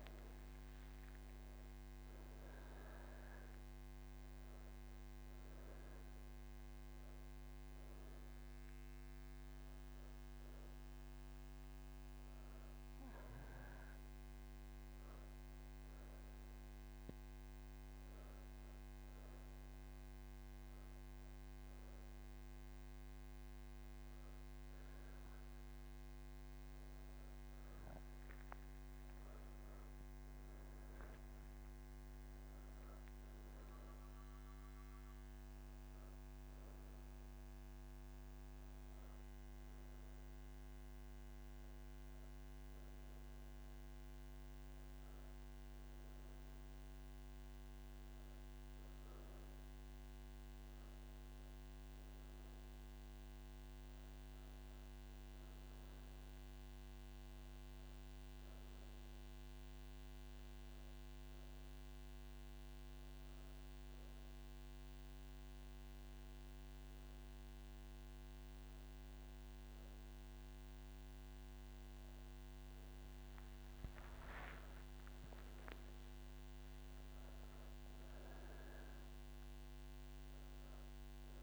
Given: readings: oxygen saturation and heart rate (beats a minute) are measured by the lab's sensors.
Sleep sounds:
breathing in sleep, hard to hear, by a microphone on the trachea; 2
10.50-29.00 s: obstructive apnea (oxygen 98% before, 94% lowest)
60.50-74.50 s: obstructive apnea (oxygen 98% before, 94% lowest, heart rate 42 before, 34 extreme, up 27 after)
From the record:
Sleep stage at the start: N1 (lightest sleep); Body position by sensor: on the back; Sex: female

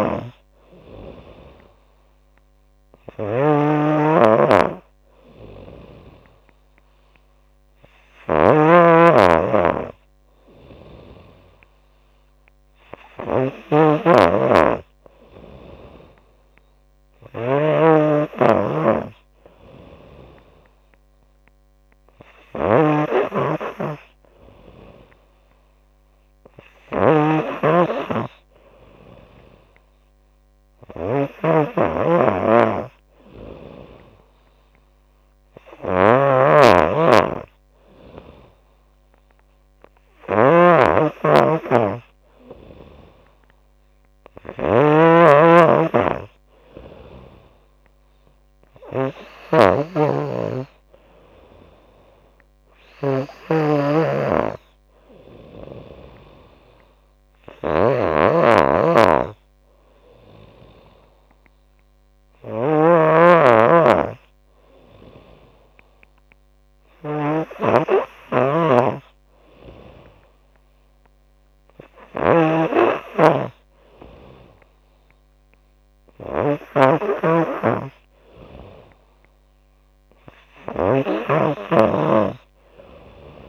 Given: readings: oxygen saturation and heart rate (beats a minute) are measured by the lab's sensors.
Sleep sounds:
breathing in sleep by a microphone on the trachea; none
0.00-83.49 s: snoring (device-marked)
From the record:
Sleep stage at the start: N3 (deep sleep); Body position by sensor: on the back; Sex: female

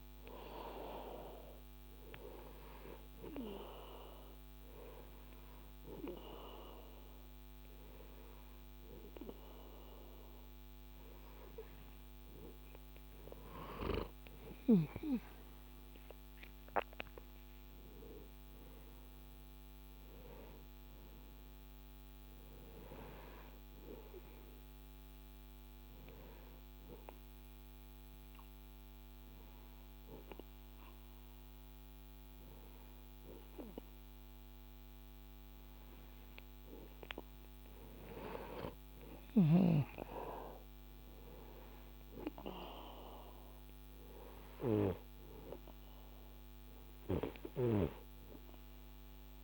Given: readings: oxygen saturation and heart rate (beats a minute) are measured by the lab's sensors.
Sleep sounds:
a person partly awake in a sleep study, by a microphone on the trachea; 1
8.50-49.44 s: new sleep stage, N2 (light sleep)
24.00-36.50 s: obstructive apnea (oxygen 97% before, 95% lowest, heart rate 71 before, 62 extreme, up 16 after)
38.50-42.50 s: arousal
From the record:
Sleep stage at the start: awake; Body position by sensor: on the right side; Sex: male

